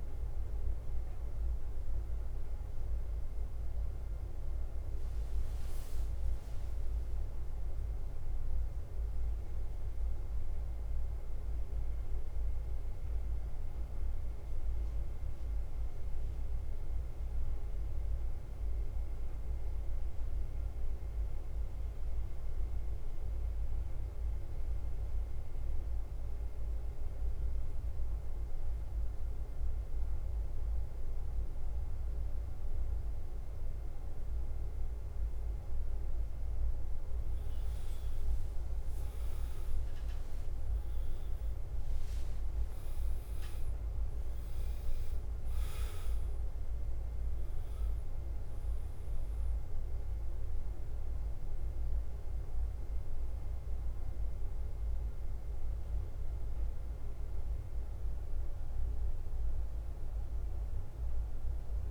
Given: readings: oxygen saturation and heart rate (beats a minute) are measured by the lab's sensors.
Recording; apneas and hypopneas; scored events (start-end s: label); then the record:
breathing in sleep, hard to hear, by a room microphone; 1
0.00-26.00 s: bradycardia (device-marked, heart rate 54 extreme)
8.50-12.50 s: arousal
15.00-36.00 s: obstructive apnea (oxygen 100% before, 94% lowest, heart rate 56 before, 41 extreme, up 5 after)
27.00-61.91 s: bradycardia (device-marked, heart rate 54 before, 41 extreme)
29.00-31.00 s: long interval between heartbeats (device-marked, heart rate 56 before, 56 extreme)
37.00-61.91 s: oxygen desaturation (device-marked, oxygen 99% before, 94% lowest, heart rate 54 before, 50 extreme)
40.50-45.00 s: arousal
From the record:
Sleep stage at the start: N2 (light sleep); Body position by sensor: on the back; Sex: male